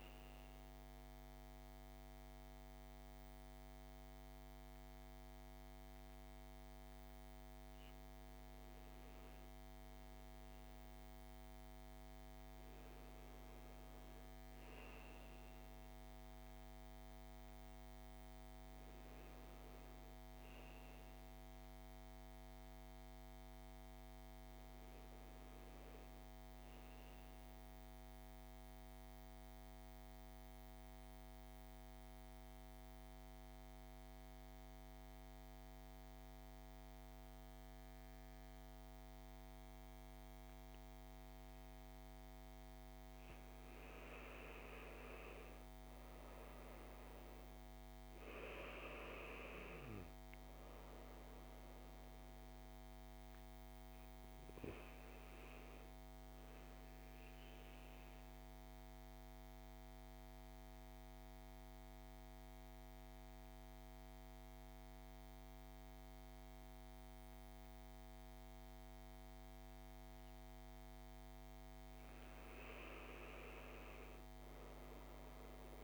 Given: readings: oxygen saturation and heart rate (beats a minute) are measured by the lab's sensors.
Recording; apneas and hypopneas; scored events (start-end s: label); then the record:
breathing in sleep, hard to hear, by a microphone on the trachea; 2
26.50-42.50 s: mixed apnea (oxygen 99% before, 90% lowest, heart rate 58 before, 56 extreme, up 6 after)
30.00-75.84 s: new sleep stage, N2 (light sleep)
45.50-49.00 s: arousal
46.00-63.00 s: oxygen desaturation (device-marked, oxygen 97% before, 90% lowest, heart rate 57 before, 57 extreme)
57.00-70.50 s: mixed apnea (oxygen 98% before, 89% lowest, heart rate 59 before, 56 extreme, up 2 after)
73.00-75.84 s: arousal
From the record:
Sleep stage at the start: N1 (lightest sleep); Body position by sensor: on the back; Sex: male